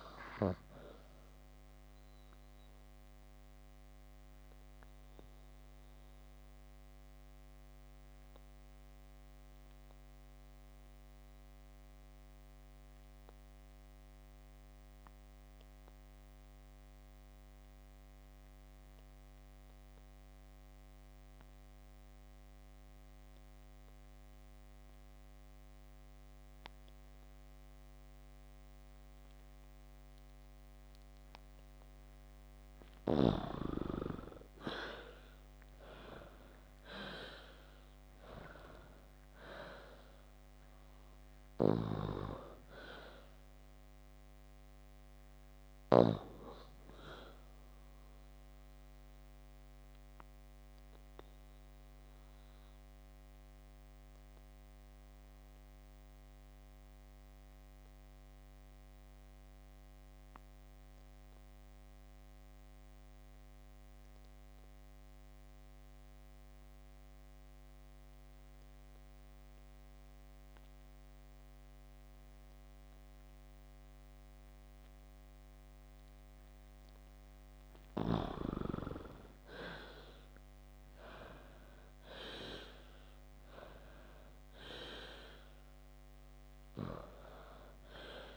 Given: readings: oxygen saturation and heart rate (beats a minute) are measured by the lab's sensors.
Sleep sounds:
breathing in sleep by a microphone on the trachea; 2
3.50-31.50 s: obstructive apnea (oxygen 95% before, 81% lowest, heart rate 70 before, 52 extreme, up 16 after)
21.00-38.00 s: oxygen desaturation (device-marked, oxygen 95% before, 86% lowest, heart rate 57 before, 54 extreme)
34.50-38.00 s: arousal
48.50-77.50 s: obstructive apnea (oxygen 97% before, 81% lowest, heart rate 62 before, 53 extreme, up 6 after)
64.00-88.37 s: oxygen desaturation (device-marked, oxygen 94% before, 81% lowest, heart rate 57 before, 53 extreme)
79.50-83.50 s: arousal
From the record:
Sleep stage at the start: N2 (light sleep); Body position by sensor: on the back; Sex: female

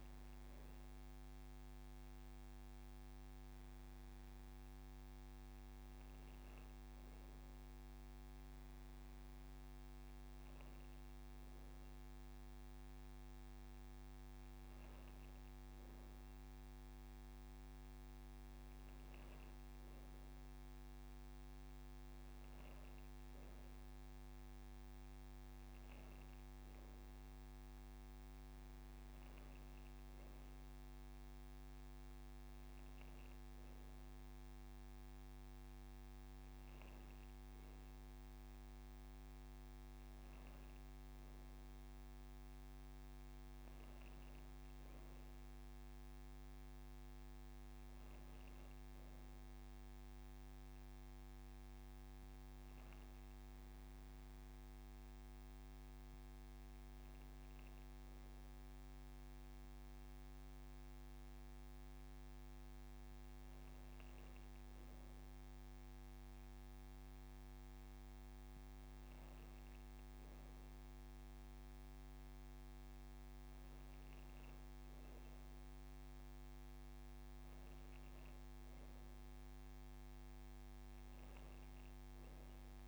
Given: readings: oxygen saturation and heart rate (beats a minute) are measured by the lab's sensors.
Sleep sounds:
breathing in sleep, hard to hear, by a microphone on the trachea; none
9.00-11.00 s: long interval between heartbeats (device-marked)
From the record:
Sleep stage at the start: N2 (light sleep); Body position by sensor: on the right side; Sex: female

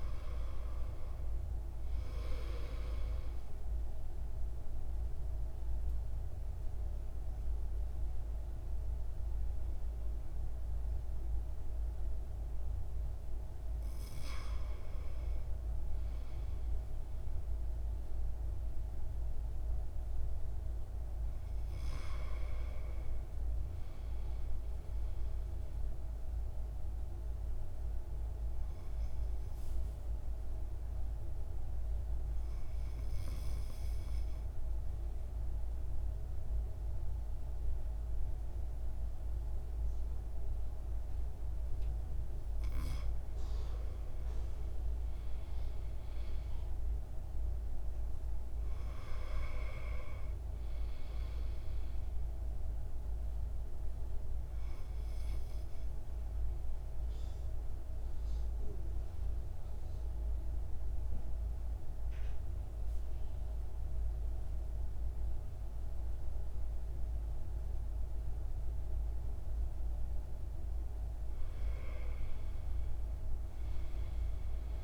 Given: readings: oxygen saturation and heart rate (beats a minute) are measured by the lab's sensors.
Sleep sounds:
breathing in sleep, hard to hear, by a room microphone; 3
3.00-19.00 s: oxygen desaturation (device-marked, oxygen 97% before, 93% lowest, heart rate 56 before, 54 extreme)
3.50-13.50 s: central apnea (oxygen 99% before, 91% lowest, heart rate 56 before, 54 extreme, up 4 after)
16.00-19.50 s: arousal
24.50-41.50 s: mixed apnea (oxygen 97% before, 90% lowest, heart rate 56 before, 54 extreme, up 4 after)
27.00-38.00 s: oxygen desaturation (device-marked, oxygen 97% before, 93% lowest, heart rate 56 before, 54 extreme)
44.00-48.00 s: arousal
46.00-65.00 s: oxygen desaturation (device-marked, oxygen 96% before, 91% lowest, heart rate 58 before, 54 extreme)
55.00-70.00 s: central apnea (oxygen 96% before, 90% lowest, heart rate 58 before, 53 extreme, up 8 after)
71.50-74.84 s: arousal
From the record:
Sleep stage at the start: N2 (light sleep); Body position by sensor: on the right side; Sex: male

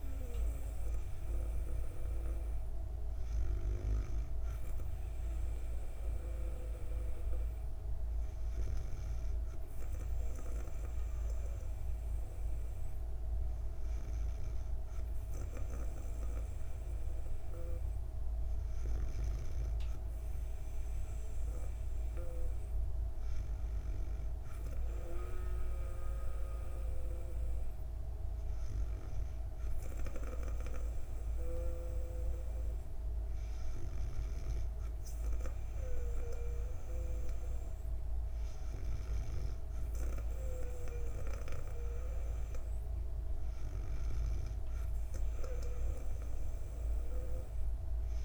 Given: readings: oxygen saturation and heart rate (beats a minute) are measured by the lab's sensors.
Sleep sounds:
breathing in sleep by a room microphone; none
none scored
From the record:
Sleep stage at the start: N2 (light sleep); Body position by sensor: on the back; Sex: female

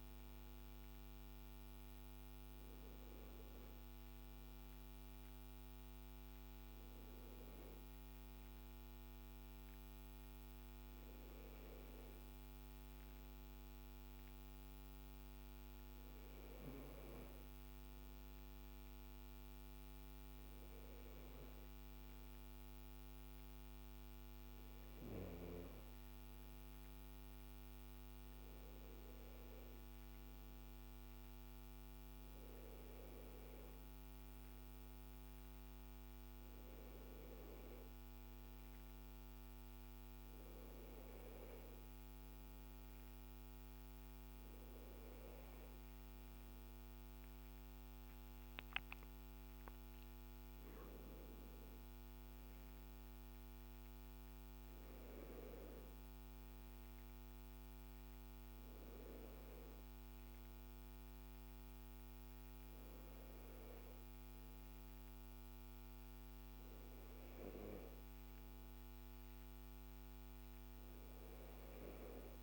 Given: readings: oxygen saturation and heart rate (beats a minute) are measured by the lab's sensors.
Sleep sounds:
breathing in sleep, hard to hear, by a microphone on the trachea; none
none scored
From the record:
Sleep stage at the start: N2 (light sleep); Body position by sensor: on the left side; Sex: male

